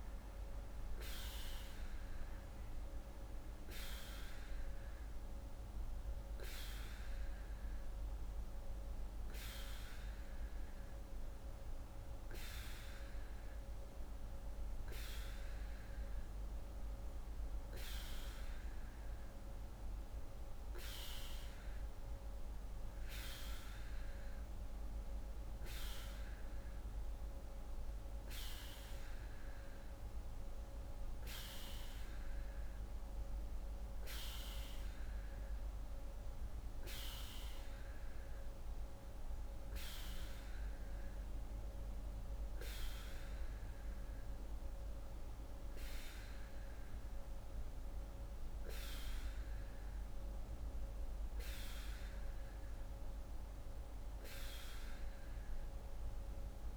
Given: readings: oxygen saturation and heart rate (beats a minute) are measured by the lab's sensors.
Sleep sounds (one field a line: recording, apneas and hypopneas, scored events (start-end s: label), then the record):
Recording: breathing in sleep by a room microphone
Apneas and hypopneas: none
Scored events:
none scored
From the record:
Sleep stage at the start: N2 (light sleep)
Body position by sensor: on the right side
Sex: female